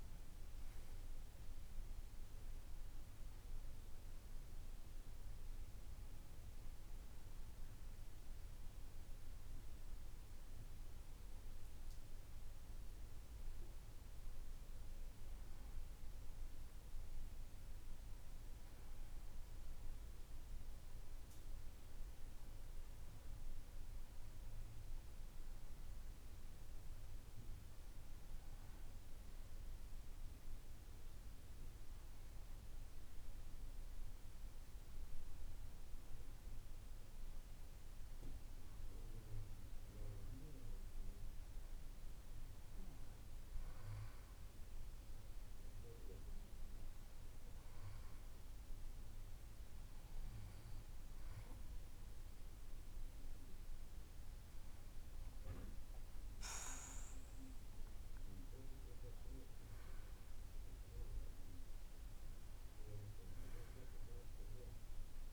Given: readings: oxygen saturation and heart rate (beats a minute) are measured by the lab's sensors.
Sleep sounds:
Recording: breathing in sleep, hard to hear, by a room microphone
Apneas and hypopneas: none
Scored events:
0.00-1.50 s: arousal
1.50-15.50 s: oxygen desaturation (device-marked, oxygen 95% before, 91% lowest, heart rate 61 before, 63 extreme)
From the record:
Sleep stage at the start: N2 (light sleep)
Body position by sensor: on the back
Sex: male

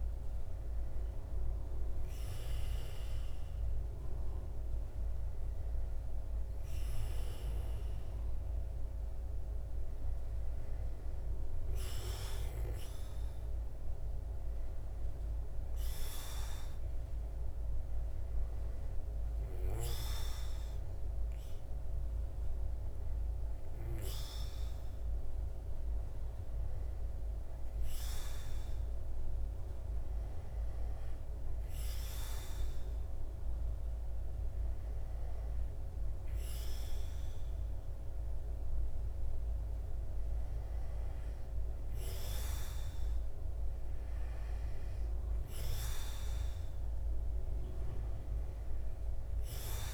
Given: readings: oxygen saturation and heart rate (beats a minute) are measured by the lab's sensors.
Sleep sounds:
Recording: breathing in sleep by a room microphone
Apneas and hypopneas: none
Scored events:
none scored
From the record:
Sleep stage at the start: N2 (light sleep)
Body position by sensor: on the back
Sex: male

